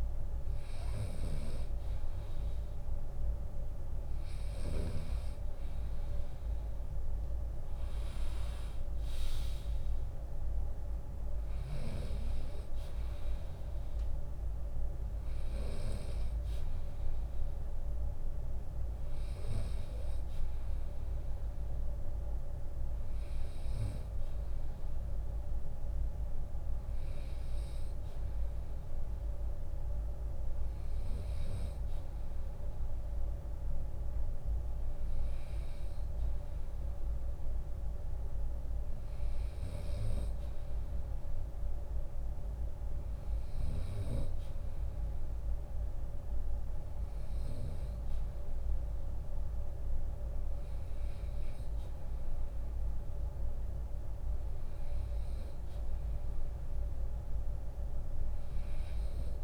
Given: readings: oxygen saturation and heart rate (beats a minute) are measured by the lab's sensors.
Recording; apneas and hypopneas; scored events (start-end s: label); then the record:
breathing in sleep, hard to hear, by a room microphone; none
0.00-1.50 s: drop in pulse transit time (device-marked, heart rate 66 extreme)
0.00-4.00 s: snoring (device-marked)
8.50-16.50 s: drop in pulse transit time (device-marked, heart rate 73 before, 74 extreme)
23.00-25.00 s: long interval between heartbeats (device-marked, heart rate 73 before, 81 extreme)
42.50-53.50 s: drop in pulse transit time (device-marked, heart rate 75 before, 77 extreme)
50.50-59.44 s: new sleep stage, N2 (light sleep)
56.50-58.50 s: long interval between heartbeats (device-marked, heart rate 77 before, 65 extreme)
From the record:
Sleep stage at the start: REM sleep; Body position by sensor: on the right side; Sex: male